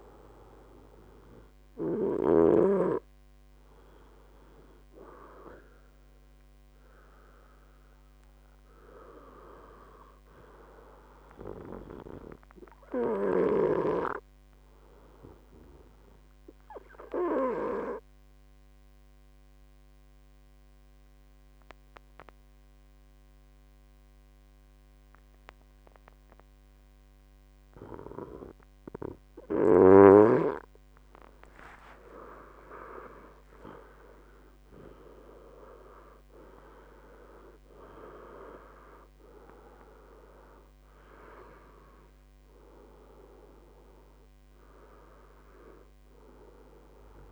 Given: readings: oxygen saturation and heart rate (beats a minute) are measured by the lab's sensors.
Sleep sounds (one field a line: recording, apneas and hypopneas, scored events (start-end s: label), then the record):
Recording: breathing in sleep by a microphone on the trachea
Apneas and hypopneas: 1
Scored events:
14.50-30.50 s: obstructive apnea (oxygen 97% before, 94% lowest, heart rate 74 before, 68 extreme, up 18 after)
24.00-26.00 s: long interval between heartbeats (device-marked, heart rate 73 before, 68 extreme)
33.00-37.50 s: arousal
38.50-40.50 s: long interval between heartbeats (device-marked, heart rate 75 before, 82 extreme)
From the record:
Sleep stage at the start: N2 (light sleep)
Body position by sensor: on the right side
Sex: male